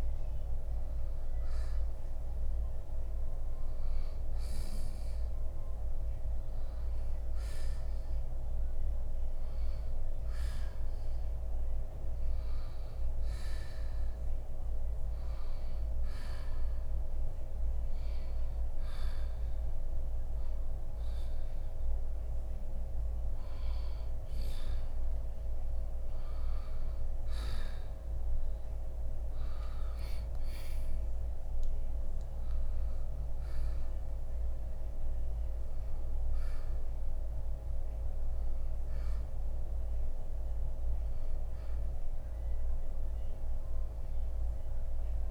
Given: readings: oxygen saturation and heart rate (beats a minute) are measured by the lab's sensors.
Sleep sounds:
breathing in sleep, hard to hear, by a room microphone; none
none scored
From the record:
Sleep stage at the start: N2 (light sleep); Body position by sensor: on the right side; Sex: male

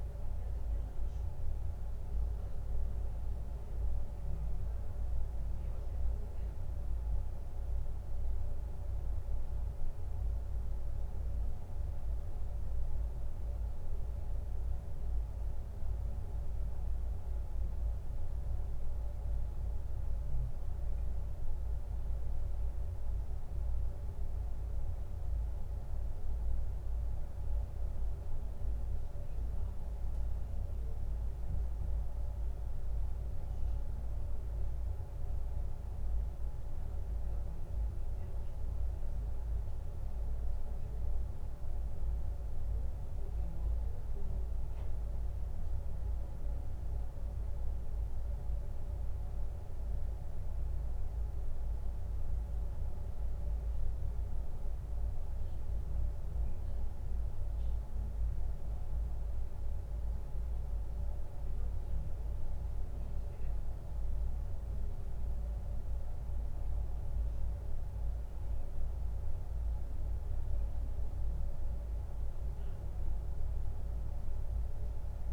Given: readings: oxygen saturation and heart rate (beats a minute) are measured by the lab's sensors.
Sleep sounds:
breathing in sleep, hard to hear, by a room microphone; none
none scored
From the record:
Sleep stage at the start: N2 (light sleep); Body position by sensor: on the back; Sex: male

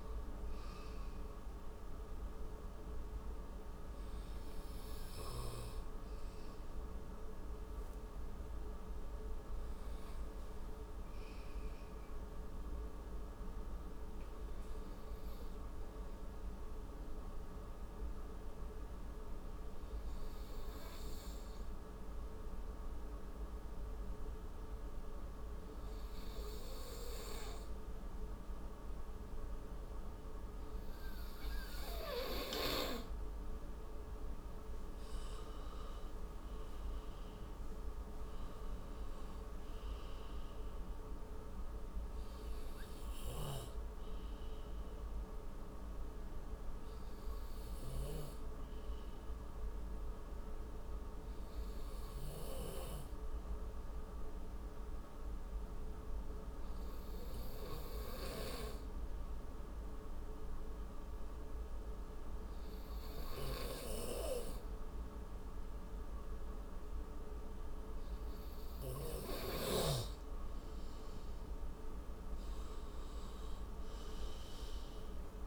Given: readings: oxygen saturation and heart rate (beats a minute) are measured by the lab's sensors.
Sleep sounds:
breathing in sleep by a room microphone; 2
0.00-2.50 s: oxygen desaturation (device-marked, oxygen 94% lowest)
17.50-32.00 s: obstructive apnea (oxygen 97% before, 91% lowest)
31.50-43.50 s: oxygen desaturation (device-marked, oxygen 96% before, 92% lowest)
34.50-38.50 s: arousal
42.00-69.00 s: obstructive apnea (oxygen 96% before, 91% lowest)
69.50-75.47 s: oxygen desaturation (device-marked, oxygen 97% before, 91% lowest)
71.00-74.50 s: arousal
From the record:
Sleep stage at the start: N2 (light sleep); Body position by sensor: on the right side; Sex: male

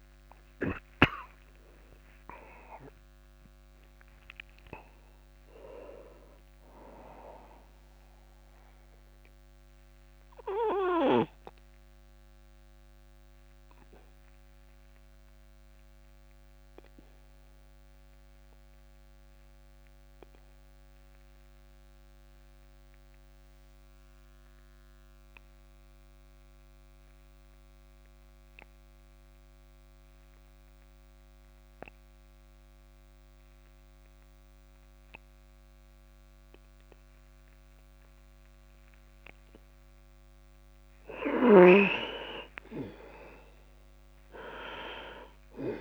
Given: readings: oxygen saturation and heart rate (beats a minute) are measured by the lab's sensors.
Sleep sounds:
breathing in sleep by a microphone on the trachea; 1
0.00-26.00 s: oxygen desaturation (device-marked, oxygen 85% lowest)
10.00-40.50 s: obstructive apnea (oxygen 99% before, 85% lowest)
42.50-45.81 s: arousal
From the record:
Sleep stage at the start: N2 (light sleep); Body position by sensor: on the back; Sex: male

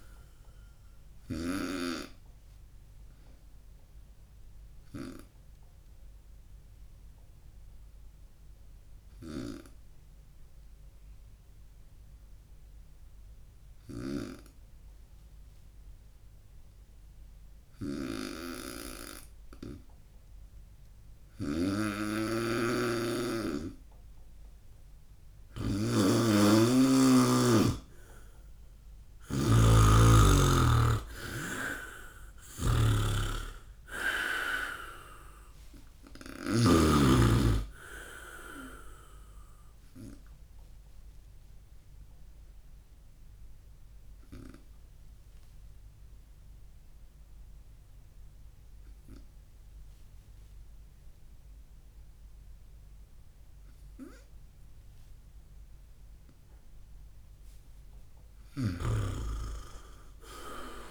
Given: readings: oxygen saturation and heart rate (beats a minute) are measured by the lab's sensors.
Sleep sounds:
breathing in sleep by a room microphone; 2
0.00-1.50 s: snoring (device-marked)
1.50-25.00 s: obstructive apnea (oxygen 99% before, 93% lowest, heart rate 68 before, 62 extreme, up 7 after)
9.00-36.50 s: snoring (device-marked)
29.00-32.50 s: arousal
40.00-56.50 s: obstructive apnea (oxygen 97% before, 93% lowest, heart rate 69 before, 62 extreme, up 22 after)
57.00-60.91 s: oxygen desaturation (device-marked, oxygen 97% before, 93% lowest, heart rate 69 before, 65 extreme)
58.50-60.91 s: arousal
58.50-60.91 s: snoring (device-marked)
From the record:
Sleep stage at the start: N2 (light sleep); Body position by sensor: on the right side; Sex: male

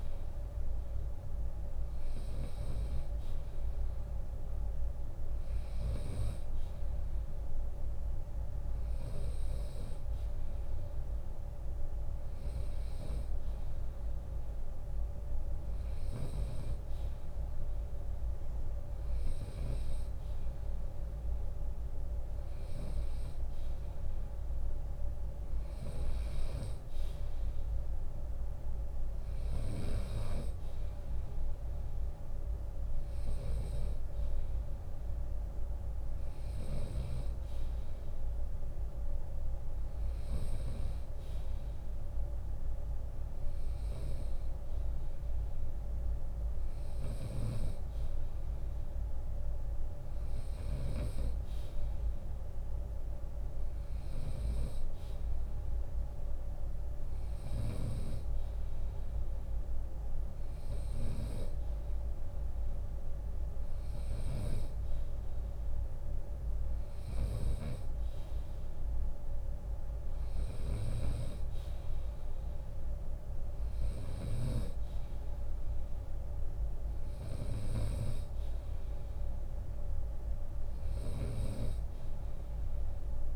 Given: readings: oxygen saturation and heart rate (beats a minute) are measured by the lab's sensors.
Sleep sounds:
breathing in sleep by a room microphone; none
27.00-37.00 s: drop in pulse transit time (device-marked, heart rate 80 before, 74 extreme)
36.00-40.00 s: snoring (device-marked)
48.00-50.00 s: long interval between heartbeats (device-marked, heart rate 81 before, 85 extreme)
65.00-67.00 s: long interval between heartbeats (device-marked, heart rate 82 before, 80 extreme)
70.00-73.50 s: snoring (device-marked)
70.00-80.00 s: drop in pulse transit time (device-marked, heart rate 81 before, 80 extreme)
77.00-79.00 s: long interval between heartbeats (device-marked, heart rate 84 before, 86 extreme)
80.00-83.36 s: snoring (device-marked)
From the record:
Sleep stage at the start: N2 (light sleep); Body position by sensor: on the right side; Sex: male

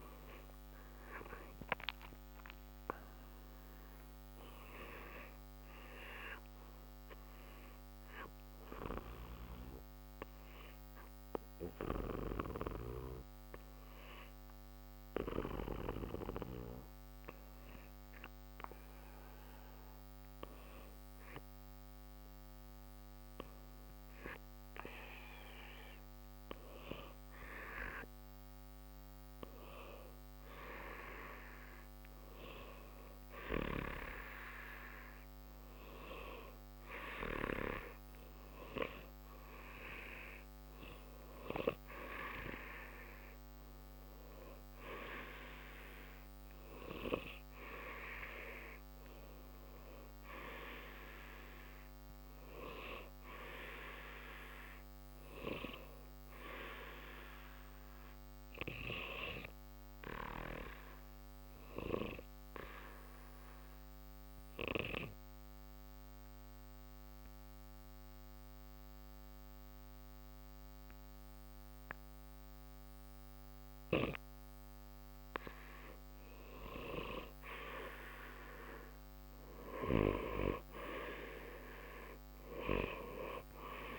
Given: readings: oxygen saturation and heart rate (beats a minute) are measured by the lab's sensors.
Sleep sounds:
breathing in sleep by a microphone on the trachea; 2
13.50-29.50 s: hypopnea (oxygen 96% before, 92% lowest, heart rate 83 before, 65 extreme, up 0 after)
22.50-82.50 s: new sleep stage, N2 (light sleep)
32.00-36.50 s: arousal
37.50-52.50 s: oxygen desaturation (device-marked, oxygen 95% before, 92% lowest, heart rate 66 before, 55 extreme)
60.00-74.00 s: obstructive apnea (oxygen 95% before, 90% lowest, heart rate 65 before, 55 extreme, up 19 after)
82.50-83.98 s: new sleep stage, awake
From the record:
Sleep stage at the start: N1 (lightest sleep); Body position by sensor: on the back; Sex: male

